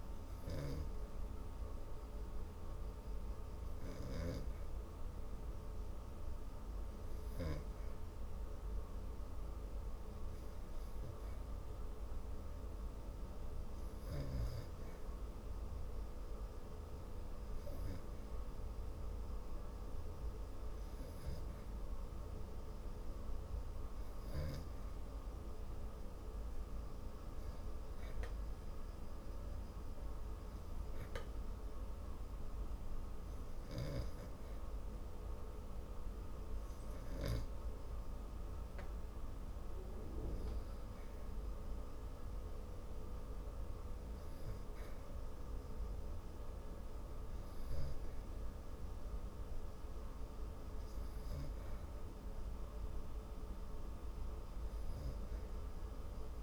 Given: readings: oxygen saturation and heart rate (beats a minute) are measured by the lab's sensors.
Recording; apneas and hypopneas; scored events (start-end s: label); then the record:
breathing in sleep, hard to hear, by a room microphone; 1
0.00-18.00 s: oxygen desaturation (device-marked, oxygen 90% lowest)
1.50-22.00 s: hypopnea (oxygen 96% before, 90% lowest)
23.50-26.50 s: arousal
35.00-54.00 s: oxygen desaturation (device-marked, oxygen 95% before, 90% lowest)
53.50-56.43 s: arousal
From the record:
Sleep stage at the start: REM sleep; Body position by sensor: on the back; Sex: female